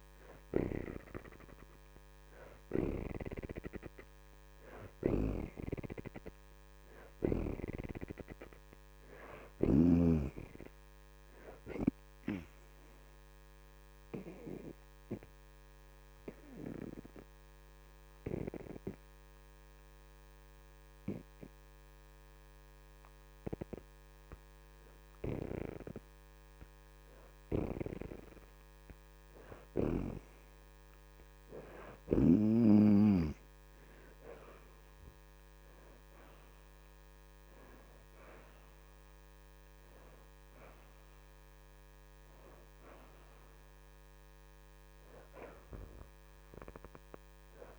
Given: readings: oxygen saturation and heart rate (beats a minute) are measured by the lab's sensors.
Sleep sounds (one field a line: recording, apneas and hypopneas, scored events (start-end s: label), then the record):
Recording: breathing in sleep by a microphone on the trachea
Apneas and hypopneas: 1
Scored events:
0.00-5.00 s: oxygen desaturation (device-marked, oxygen 64% lowest)
5.50-9.50 s: arousal
12.50-25.00 s: obstructive apnea (oxygen 75% before, 60% lowest)
20.00-41.00 s: oxygen desaturation (device-marked, oxygen 71% before, 64% lowest)
28.50-31.50 s: arousal
From the record:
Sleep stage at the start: N2 (light sleep)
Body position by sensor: on the back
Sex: female